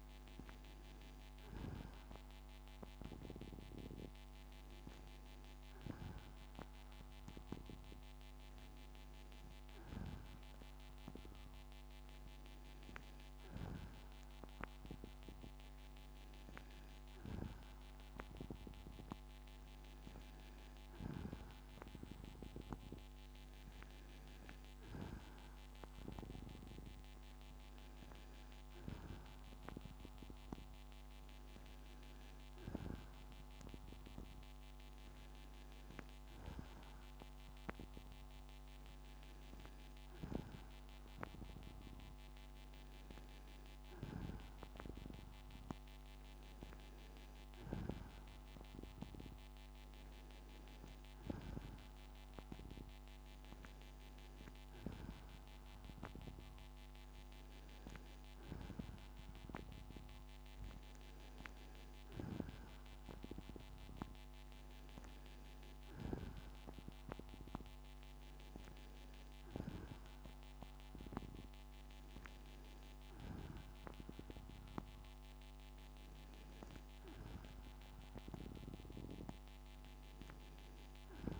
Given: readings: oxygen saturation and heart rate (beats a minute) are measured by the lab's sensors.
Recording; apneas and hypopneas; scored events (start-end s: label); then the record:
breathing in sleep by a microphone on the trachea; none
none scored
From the record:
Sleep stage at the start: N2 (light sleep); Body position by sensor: on the back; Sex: female